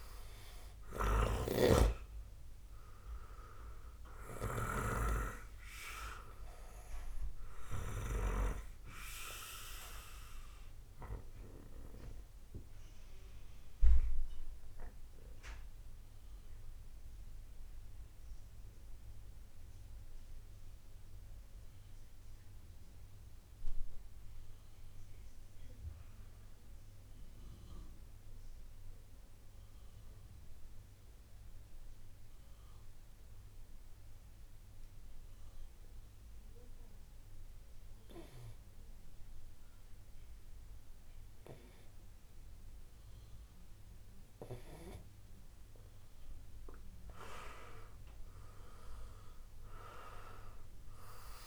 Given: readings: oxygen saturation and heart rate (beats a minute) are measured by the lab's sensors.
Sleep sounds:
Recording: breathing in sleep by a room microphone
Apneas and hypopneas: 1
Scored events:
0.00-4.00 s: arousal
0.00-8.00 s: snoring (device-marked)
0.00-25.50 s: oxygen desaturation (device-marked, oxygen 92% lowest, heart rate 54 extreme)
10.00-44.50 s: obstructive apnea (oxygen 97% before, 92% lowest, heart rate 64 before, 43 extreme, up 12 after)
49.00-51.47 s: arousal
From the record:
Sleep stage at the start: N2 (light sleep)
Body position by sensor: on the right side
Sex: male

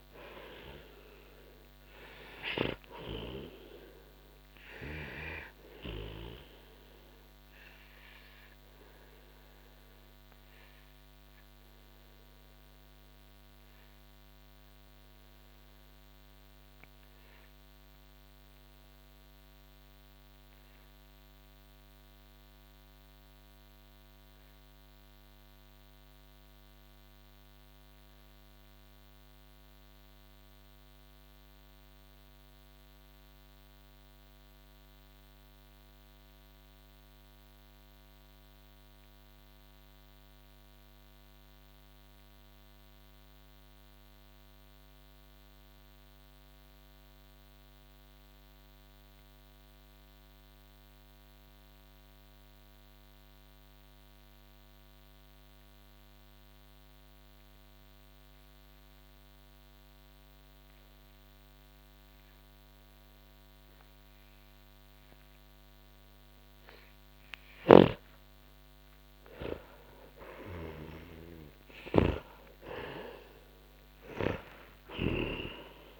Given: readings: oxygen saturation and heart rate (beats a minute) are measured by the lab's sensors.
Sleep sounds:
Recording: breathing in sleep by a microphone on the trachea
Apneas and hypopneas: 1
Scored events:
0.00-3.00 s: snoring (device-marked)
0.00-33.00 s: oxygen desaturation (device-marked, oxygen 88% lowest, heart rate 39 extreme)
6.50-65.00 s: obstructive apnea (oxygen 97% before, 83% lowest, heart rate 63 before, 39 extreme, up 9 after)
59.00-76.00 s: oxygen desaturation (device-marked, oxygen 98% before, 83% lowest, heart rate 49 before, 44 extreme)
67.50-75.50 s: snoring (device-marked)
69.50-75.00 s: arousal
From the record:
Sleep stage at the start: N2 (light sleep)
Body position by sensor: on the back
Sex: male

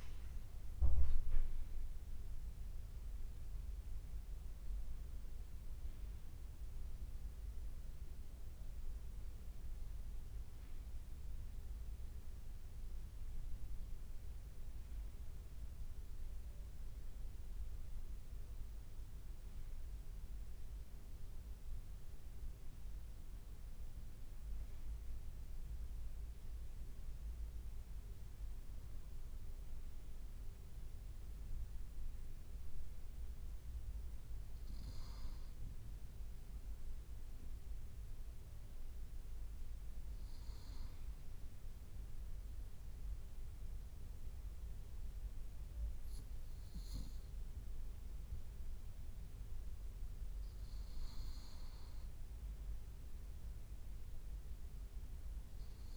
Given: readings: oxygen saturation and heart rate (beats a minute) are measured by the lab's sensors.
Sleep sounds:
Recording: breathing in sleep, hard to hear, by a room microphone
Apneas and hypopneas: none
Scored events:
38.00-55.97 s: new sleep stage, N2 (light sleep)
From the record:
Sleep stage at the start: N1 (lightest sleep)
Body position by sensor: on the right side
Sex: male

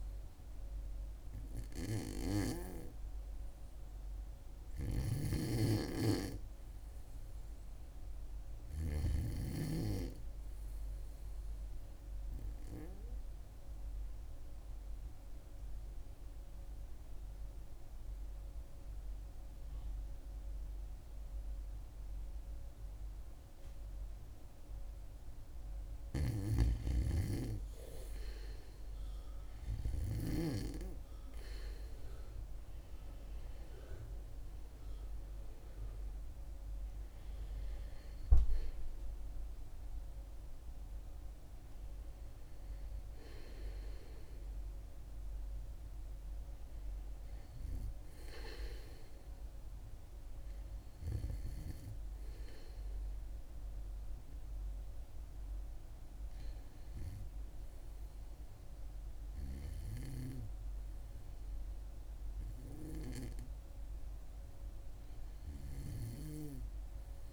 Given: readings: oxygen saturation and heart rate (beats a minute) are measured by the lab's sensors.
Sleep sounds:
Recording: breathing in sleep by a room microphone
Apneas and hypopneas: 1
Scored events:
8.00-19.00 s: oxygen desaturation (device-marked, oxygen 98% before, 95% lowest, heart rate 69 before, 66 extreme)
13.50-26.00 s: obstructive apnea (oxygen 98% before, 91% lowest, heart rate 68 before, 66 extreme, up 3 after)
27.00-59.00 s: oxygen desaturation (device-marked, oxygen 97% before, 91% lowest, heart rate 67 before, 64 extreme)
35.00-40.00 s: arousal
From the record:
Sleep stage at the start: REM sleep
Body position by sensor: on the back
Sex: female

